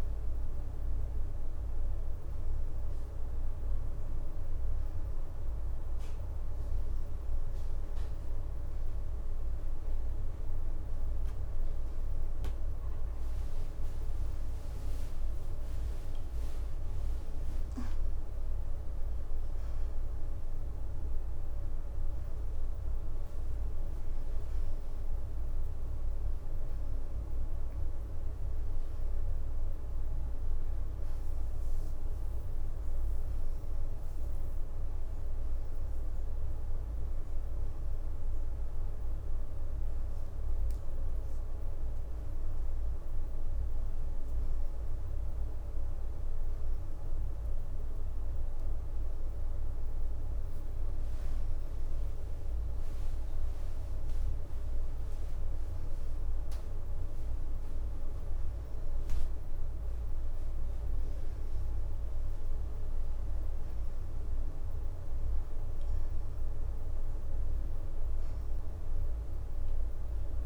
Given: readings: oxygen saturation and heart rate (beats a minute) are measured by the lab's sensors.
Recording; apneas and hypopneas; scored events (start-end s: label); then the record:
breathing in sleep, hard to hear, by a room microphone; none
9.00-70.46 s: new sleep stage, N2 (light sleep)
12.50-19.00 s: leg movement (device-marked)
21.50-22.50 s: leg movement (device-marked)
34.50-36.00 s: leg movement (device-marked)
54.50-55.50 s: leg movement (device-marked)
59.50-61.00 s: leg movement (device-marked)
67.00-70.46 s: leg movement (device-marked)
From the record:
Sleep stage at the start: N1 (lightest sleep); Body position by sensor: on the back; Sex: female